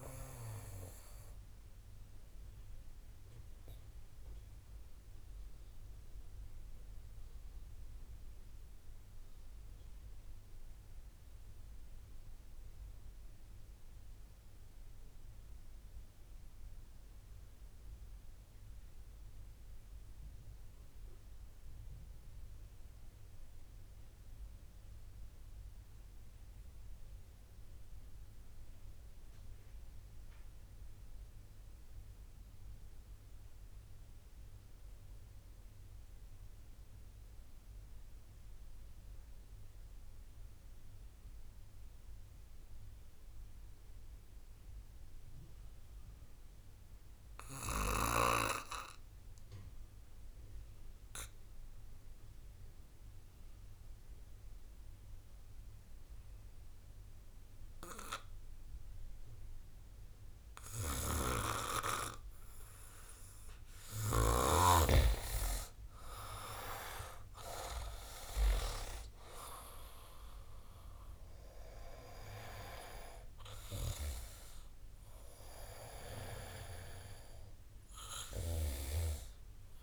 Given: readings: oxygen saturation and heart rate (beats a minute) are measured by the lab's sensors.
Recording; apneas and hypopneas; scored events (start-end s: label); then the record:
breathing in sleep by a room microphone; 1
0.00-10.50 s: oxygen desaturation (device-marked, oxygen 86% lowest)
2.00-63.50 s: obstructive apnea (oxygen 95% before, 78% lowest, heart rate 70 before, 56 extreme, up 18 after)
31.50-79.82 s: oxygen desaturation (device-marked, oxygen 96% before, 78% lowest, heart rate 68 before, 58 extreme)
66.00-69.50 s: arousal
From the record:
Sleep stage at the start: REM sleep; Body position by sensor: on the back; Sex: male